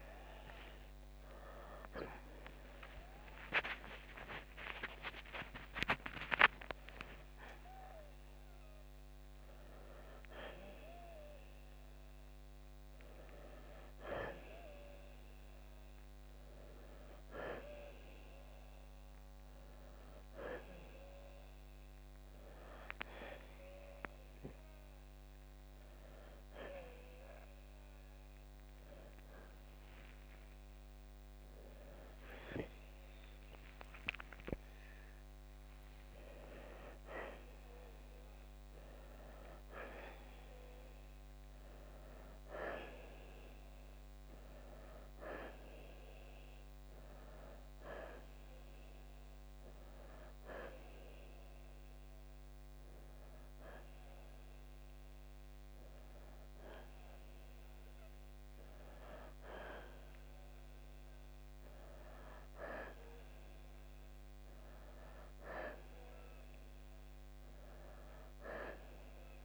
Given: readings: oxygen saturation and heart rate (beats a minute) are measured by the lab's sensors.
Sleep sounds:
breathing in sleep by a microphone on the trachea; none
0.00-1.50 s: arousal
8.00-69.45 s: new sleep stage, N1 (lightest sleep)
21.00-29.00 s: oxygen desaturation (device-marked, oxygen 94% before, 89% lowest, heart rate 77 before, 70 extreme)
31.00-35.50 s: arousal
37.00-50.00 s: oxygen desaturation (device-marked, oxygen 94% before, 91% lowest, heart rate 75 before, 65 extreme)
60.00-69.45 s: oxygen desaturation (device-marked, oxygen 92% before, 88% lowest, heart rate 75 before, 62 extreme)
From the record:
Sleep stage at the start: N2 (light sleep); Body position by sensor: on the back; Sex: male

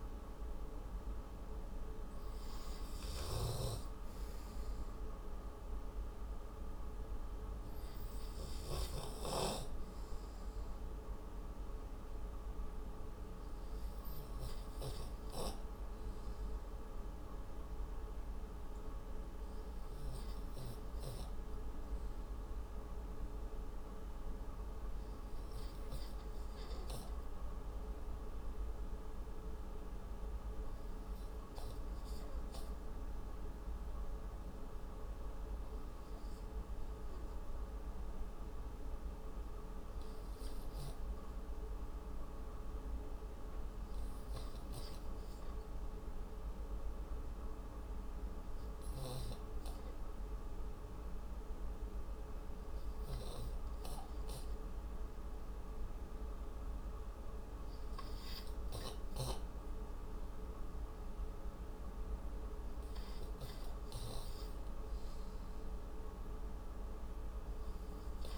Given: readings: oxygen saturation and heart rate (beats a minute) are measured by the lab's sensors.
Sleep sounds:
breathing in sleep, hard to hear, by a room microphone; 1
20.50-60.50 s: hypopnea (oxygen 100% before, 85% lowest)
20.50-68.38 s: new sleep stage, REM sleep
59.50-68.38 s: oxygen desaturation (device-marked, oxygen 97% before, 86% lowest)
62.50-66.00 s: arousal
From the record:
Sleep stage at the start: N2 (light sleep); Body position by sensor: on the right side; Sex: male

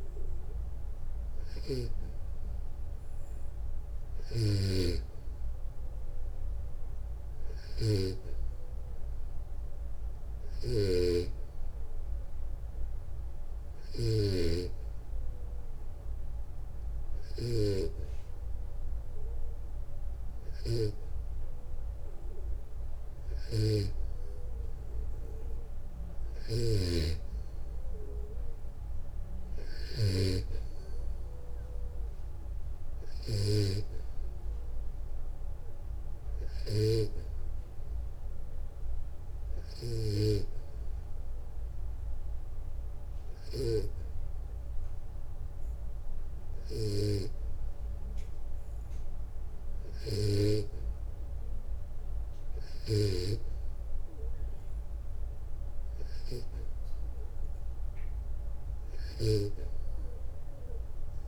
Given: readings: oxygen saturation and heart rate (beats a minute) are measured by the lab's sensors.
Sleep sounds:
breathing in sleep by a room microphone; 1
0.00-1.00 s: arousal
0.00-1.50 s: snoring (device-marked)
3.50-29.50 s: snoring (device-marked)
39.00-57.00 s: hypopnea (oxygen 94% before, 91% lowest, heart rate 63 before, 61 extreme, up 7 after)
From the record:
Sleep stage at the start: N2 (light sleep); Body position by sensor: on the back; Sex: male

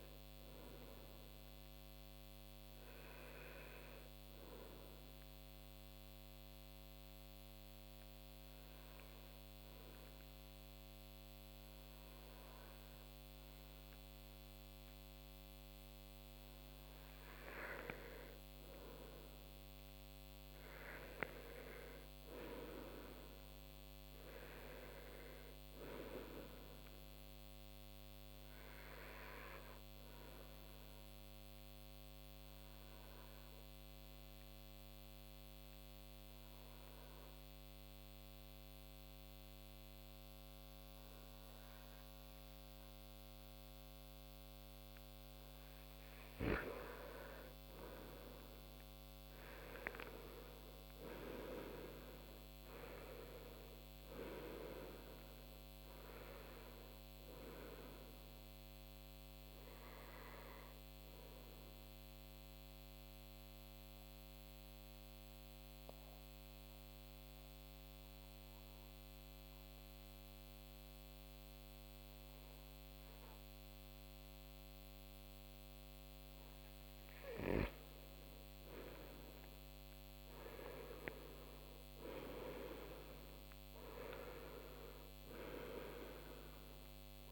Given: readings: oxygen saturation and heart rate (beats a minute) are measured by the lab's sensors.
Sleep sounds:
breathing in sleep by a microphone on the trachea; 3
4.50-16.50 s: obstructive apnea (oxygen 94% before, 88% lowest)
5.50-87.32 s: new sleep stage, N2 (light sleep)
19.00-24.00 s: arousal
27.50-45.50 s: oxygen desaturation (device-marked, oxygen 93% before, 89% lowest)
29.00-44.00 s: obstructive apnea (oxygen 94% before, 88% lowest)
47.50-53.00 s: arousal
56.50-73.50 s: oxygen desaturation (device-marked, oxygen 95% before, 88% lowest)
61.00-75.50 s: mixed apnea (oxygen 95% before, 88% lowest)
78.50-84.00 s: arousal
From the record:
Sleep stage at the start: N1 (lightest sleep); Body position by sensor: on the right side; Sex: male

